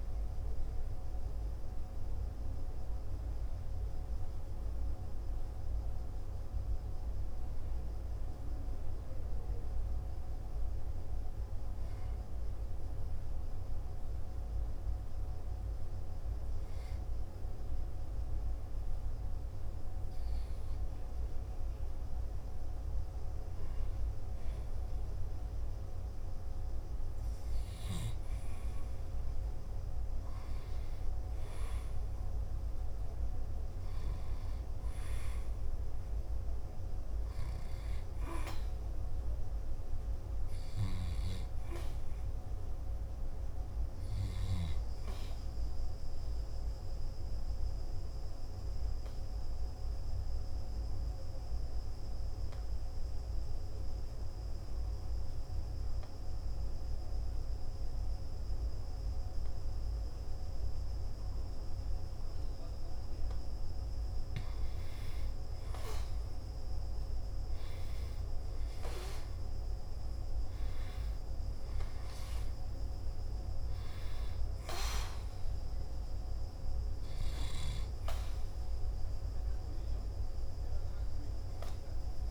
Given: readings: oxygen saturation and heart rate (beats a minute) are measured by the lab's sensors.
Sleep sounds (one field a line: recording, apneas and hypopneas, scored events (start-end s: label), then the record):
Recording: breathing in sleep, hard to hear, by a room microphone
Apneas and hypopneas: 1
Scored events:
29.50-82.31 s: new sleep stage, N2 (light sleep)
37.50-52.50 s: oxygen desaturation (device-marked, oxygen 97% before, 94% lowest, heart rate 55 before, 53 extreme)
48.00-62.50 s: obstructive apnea (oxygen 98% before, 90% lowest, heart rate 56 before, 53 extreme)
64.50-69.00 s: arousal
71.50-82.31 s: oxygen desaturation (device-marked, oxygen 97% before, 90% lowest, heart rate 55 before, 51 extreme)
From the record:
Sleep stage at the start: N1 (lightest sleep)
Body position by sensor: on the back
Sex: male